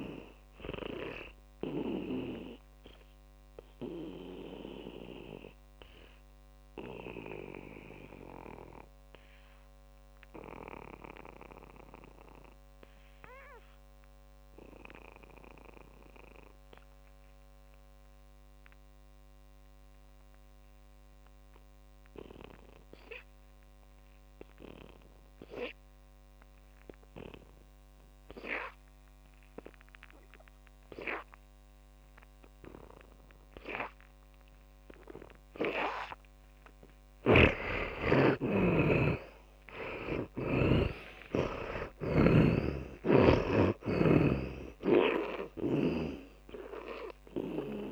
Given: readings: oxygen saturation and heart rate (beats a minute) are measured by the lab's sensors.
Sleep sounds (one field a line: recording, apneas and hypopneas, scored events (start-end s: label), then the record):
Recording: breathing in sleep by a microphone on the trachea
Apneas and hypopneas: 1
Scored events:
0.00-22.50 s: oxygen desaturation (device-marked, oxygen 75% lowest, heart rate 48 extreme)
1.00-36.50 s: mixed apnea (oxygen 100% before, 75% lowest, heart rate 61 before, 48 extreme, up 21 after)
34.50-47.91 s: oxygen desaturation (device-marked, oxygen 99% before, 75% lowest, heart rate 60 before, 45 extreme)
37.50-41.00 s: snoring (device-marked)
38.50-41.50 s: arousal
43.00-46.50 s: snoring (device-marked)
From the record:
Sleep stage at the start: N2 (light sleep)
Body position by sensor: on the back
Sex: male